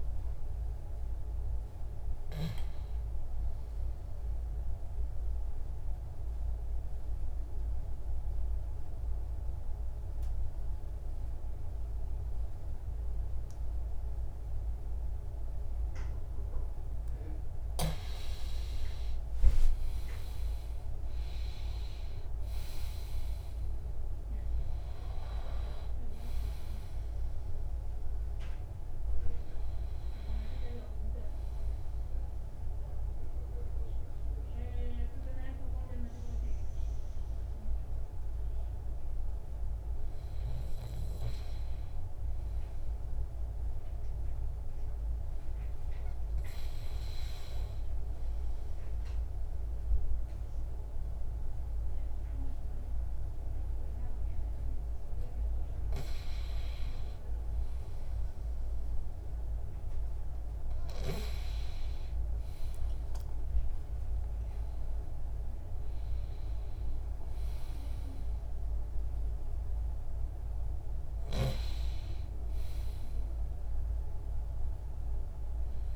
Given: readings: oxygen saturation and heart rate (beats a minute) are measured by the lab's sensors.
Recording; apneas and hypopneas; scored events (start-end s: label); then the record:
breathing in sleep, hard to hear, by a room microphone; 2
5.50-17.50 s: obstructive apnea (oxygen 99% before, 92% lowest, heart rate 73 before, 64 extreme, up 39 after)
18.00-41.00 s: oxygen desaturation (device-marked, oxygen 97% before, 92% lowest, heart rate 68 before, 64 extreme)
18.50-23.00 s: arousal
43.50-56.00 s: obstructive apnea (oxygen 99% before, 92% lowest, heart rate 72 before, 68 extreme, up 8 after)
58.50-63.00 s: arousal
62.00-75.96 s: oxygen desaturation (device-marked, oxygen 98% before, 94% lowest, heart rate 70 before, 64 extreme)
From the record:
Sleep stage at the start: N2 (light sleep); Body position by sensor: on the back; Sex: male